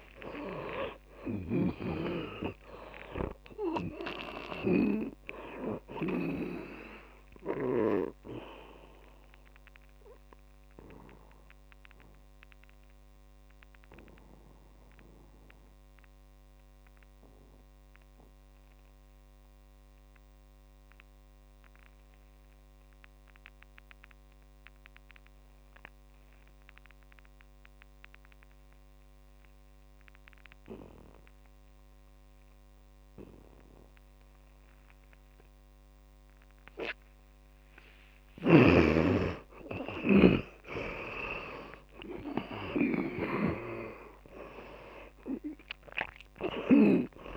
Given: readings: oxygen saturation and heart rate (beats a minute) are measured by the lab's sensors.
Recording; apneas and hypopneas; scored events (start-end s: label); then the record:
breathing in sleep by a microphone on the trachea; 1
0.00-1.00 s: arousal
0.00-8.50 s: snoring (device-marked)
0.00-25.50 s: oxygen desaturation (device-marked, oxygen 80% lowest, heart rate 53 extreme)
9.50-38.00 s: mixed apnea (oxygen 100% before, 80% lowest, heart rate 68 before, 53 extreme, up 14 after)
39.00-45.50 s: arousal
39.00-47.36 s: snoring (device-marked)
39.50-47.36 s: oxygen desaturation (device-marked, oxygen 100% before, 81% lowest, heart rate 56 before, 53 extreme)
From the record:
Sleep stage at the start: N2 (light sleep); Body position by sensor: on the back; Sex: male